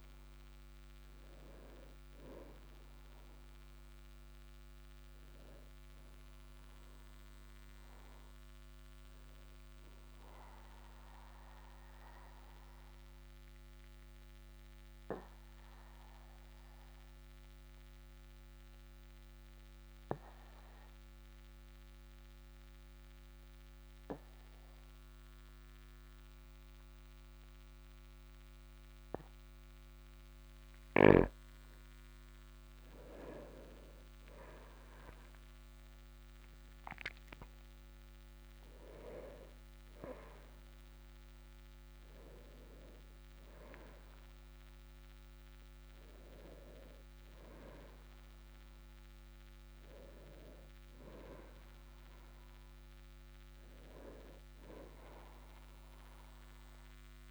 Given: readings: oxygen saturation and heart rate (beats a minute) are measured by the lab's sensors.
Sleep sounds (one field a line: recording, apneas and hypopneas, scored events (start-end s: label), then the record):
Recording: breathing in sleep by a microphone on the trachea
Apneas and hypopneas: 1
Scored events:
6.50-9.50 s: arousal
11.50-30.50 s: obstructive apnea (oxygen 98% before, 96% lowest, heart rate 52 before, 43 extreme, up 4 after)
35.00-38.50 s: arousal
From the record:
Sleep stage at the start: N2 (light sleep)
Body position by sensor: on the back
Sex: male